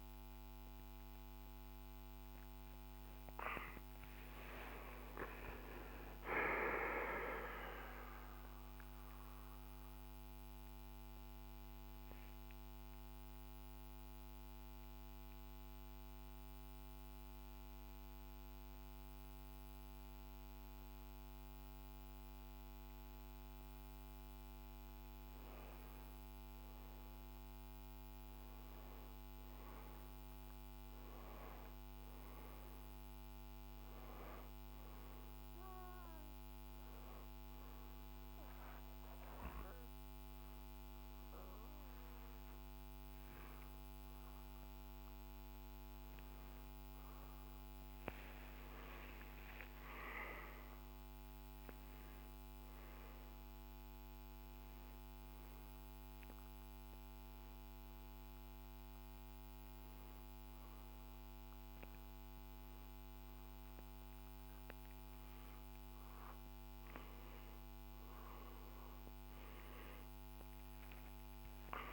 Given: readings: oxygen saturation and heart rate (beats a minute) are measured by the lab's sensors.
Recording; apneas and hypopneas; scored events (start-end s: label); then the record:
breathing in sleep by a microphone on the trachea; 3
1.00-6.00 s: arousal
9.00-25.00 s: mixed apnea (oxygen 96% before, 92% lowest, heart rate 73 before, 49 extreme, up 6 after)
18.50-25.50 s: oxygen desaturation (device-marked, oxygen 97% before, 94% lowest, heart rate 71 before, 49 extreme)
27.50-31.50 s: arousal
31.50-44.50 s: oxygen desaturation (device-marked, oxygen 98% before, 92% lowest, heart rate 53 before, 54 extreme)
36.00-46.50 s: obstructive apnea (oxygen 98% before, 92% lowest, heart rate 52 before, 54 extreme, up 16 after)
48.00-51.50 s: arousal
54.00-64.50 s: hypopnea (oxygen 98% before, 92% lowest, heart rate 60 before, 62 extreme, up 7 after)
67.50-71.92 s: new sleep stage, N1 (lightest sleep)
From the record:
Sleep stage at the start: N2 (light sleep); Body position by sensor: on the back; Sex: male